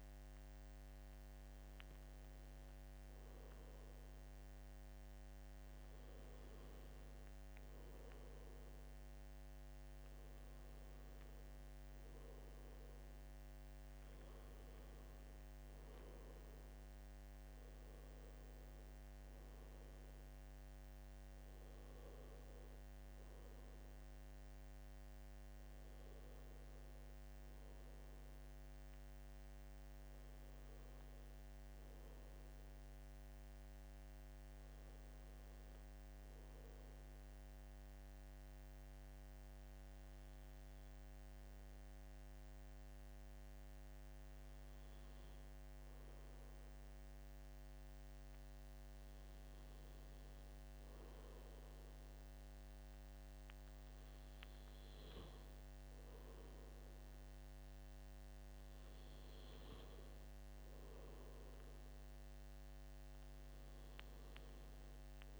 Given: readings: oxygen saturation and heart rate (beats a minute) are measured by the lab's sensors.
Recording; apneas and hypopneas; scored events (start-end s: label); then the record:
a person awake in a sleep study, hard to hear, by a microphone on the trachea; 1
4.50-31.50 s: oxygen desaturation (device-marked, oxygen 97% before, 92% lowest, heart rate 76 before, 74 extreme)
38.50-65.40 s: new sleep stage, N2 (light sleep)
39.50-51.50 s: hypopnea (oxygen 97% before, 91% lowest, heart rate 80 before, 76 extreme, up 6 after)
50.50-65.40 s: oxygen desaturation (device-marked, oxygen 96% before, 92% lowest, heart rate 76 before, 75 extreme)
56.50-60.00 s: arousal
From the record:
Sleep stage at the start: awake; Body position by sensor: on the right side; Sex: male